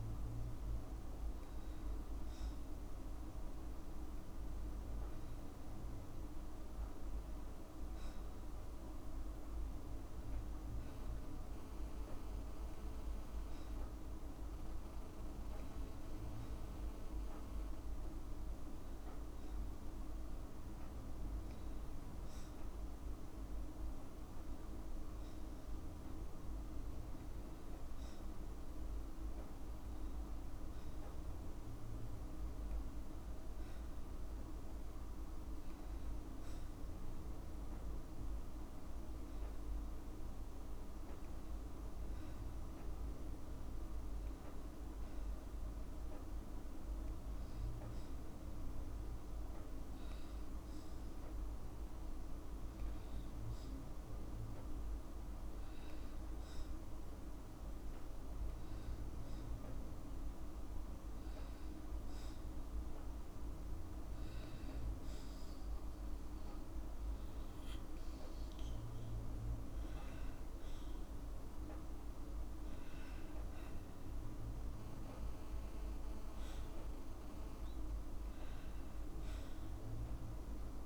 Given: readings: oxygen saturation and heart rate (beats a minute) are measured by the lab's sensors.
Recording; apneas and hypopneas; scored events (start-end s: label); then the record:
breathing in sleep, hard to hear, by a room microphone; 1
42.00-45.50 s: arousal
48.50-61.50 s: obstructive apnea (oxygen 95% before, 94% lowest, heart rate 55 before, 53 extreme, up 2 after)
68.00-72.50 s: arousal
From the record:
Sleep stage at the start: N2 (light sleep); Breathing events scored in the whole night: 247 in 4.4 hours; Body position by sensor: on the back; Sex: female